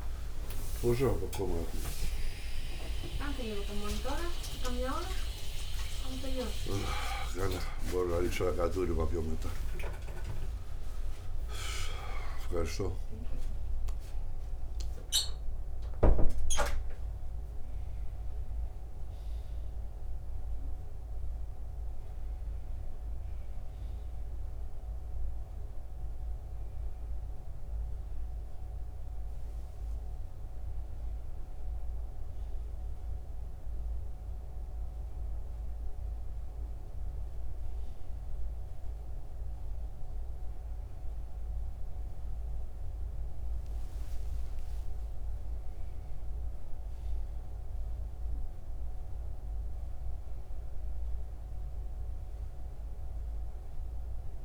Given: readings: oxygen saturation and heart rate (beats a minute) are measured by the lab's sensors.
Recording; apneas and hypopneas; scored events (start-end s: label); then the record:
a person partly awake in a sleep study, by a room microphone; none
6.50-54.45 s: new sleep stage, N1 (lightest sleep)
From the record:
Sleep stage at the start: awake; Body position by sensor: on the back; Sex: male